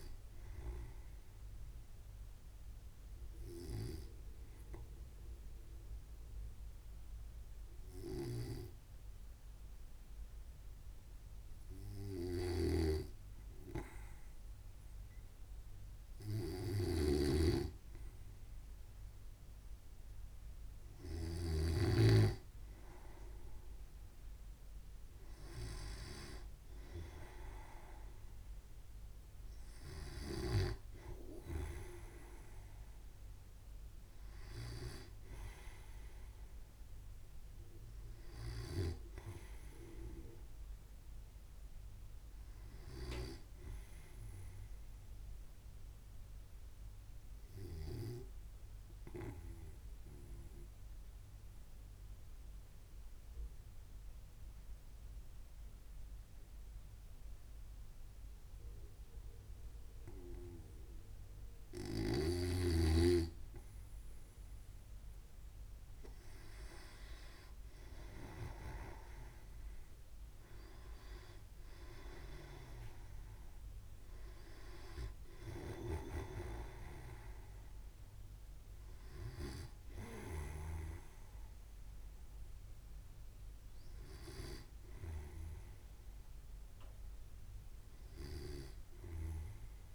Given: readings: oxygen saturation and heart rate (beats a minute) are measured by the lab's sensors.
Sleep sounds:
breathing in sleep by a room microphone; 2
2.50-15.00 s: obstructive apnea (oxygen 97% before, 95% lowest, heart rate 67 before, 64 extreme, up 1 after)
13.00-22.50 s: snoring (device-marked)
21.00-25.00 s: arousal
49.00-63.00 s: mixed apnea (oxygen 97% before, 93% lowest, heart rate 65 before, 63 extreme, up 2 after)
65.00-68.50 s: arousal
65.00-89.94 s: oxygen desaturation (device-marked, oxygen 97% before, 93% lowest, heart rate 64 before, 63 extreme)
76.50-81.50 s: snoring (device-marked)
From the record:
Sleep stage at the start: N2 (light sleep); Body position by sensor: on the right side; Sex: male

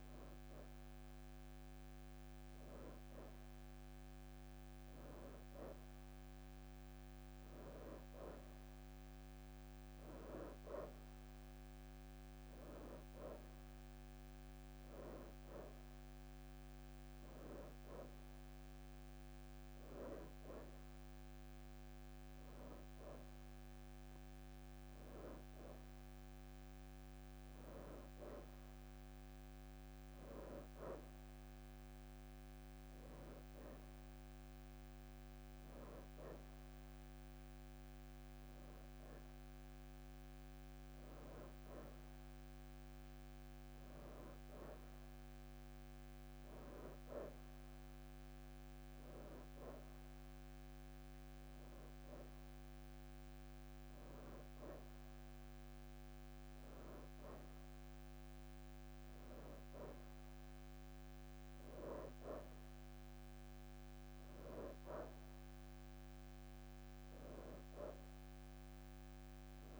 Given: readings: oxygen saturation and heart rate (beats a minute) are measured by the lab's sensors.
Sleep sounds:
breathing in sleep by a microphone on the trachea; none
12.00-13.00 s: leg movement (device-marked)
35.00-36.50 s: leg movement (device-marked)
39.00-43.50 s: arousal
41.00-42.50 s: leg movement (device-marked)
44.50-47.50 s: leg movement (device-marked)
51.00-52.50 s: leg movement (device-marked)
57.00-57.50 s: leg movement (device-marked)
From the record:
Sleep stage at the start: N2 (light sleep); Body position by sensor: on the right side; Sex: female

